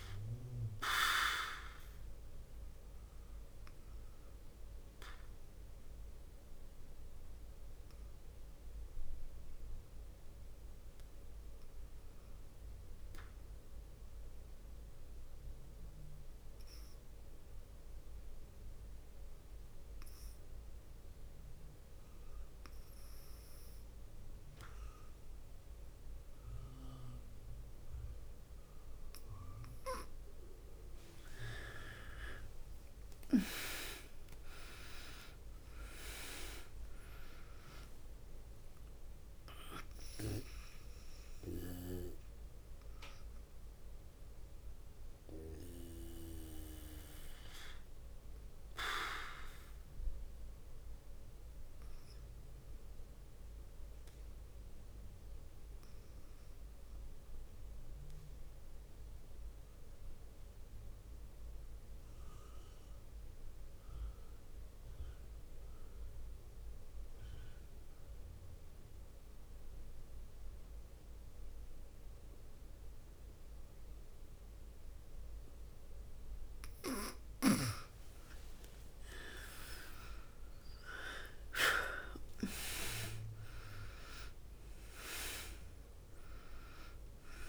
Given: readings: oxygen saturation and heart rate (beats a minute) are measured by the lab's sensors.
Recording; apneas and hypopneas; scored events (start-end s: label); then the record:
breathing in sleep by a room microphone; 2
0.00-10.00 s: oxygen desaturation (device-marked, oxygen 92% lowest, heart rate 48 extreme)
4.50-30.00 s: obstructive apnea (oxygen 100% before, 89% lowest, heart rate 56 before, 48 extreme, up 8 after)
28.00-59.00 s: oxygen desaturation (device-marked, oxygen 99% before, 91% lowest, heart rate 53 before, 48 extreme)
31.50-35.50 s: arousal
31.50-36.00 s: snoring (device-marked)
46.00-75.00 s: obstructive apnea (oxygen 99% before, 88% lowest, heart rate 58 before, 48 extreme, up 7 after)
75.00-87.49 s: oxygen desaturation (device-marked, oxygen 99% before, 88% lowest, heart rate 52 before, 47 extreme)
77.50-82.50 s: arousal
From the record:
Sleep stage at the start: N2 (light sleep); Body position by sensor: on the back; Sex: female